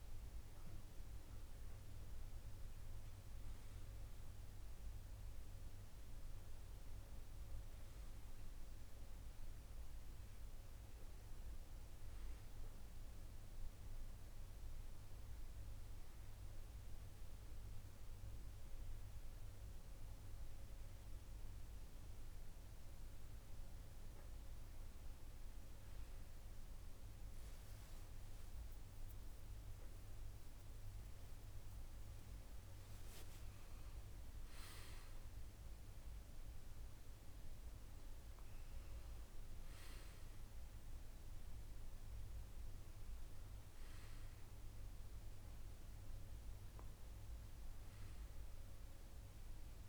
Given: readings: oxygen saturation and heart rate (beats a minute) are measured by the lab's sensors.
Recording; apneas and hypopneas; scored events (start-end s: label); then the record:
breathing in sleep, hard to hear, by a room microphone; none
28.00-32.50 s: arousal
From the record:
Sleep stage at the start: N1 (lightest sleep); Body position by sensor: on the left side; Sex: male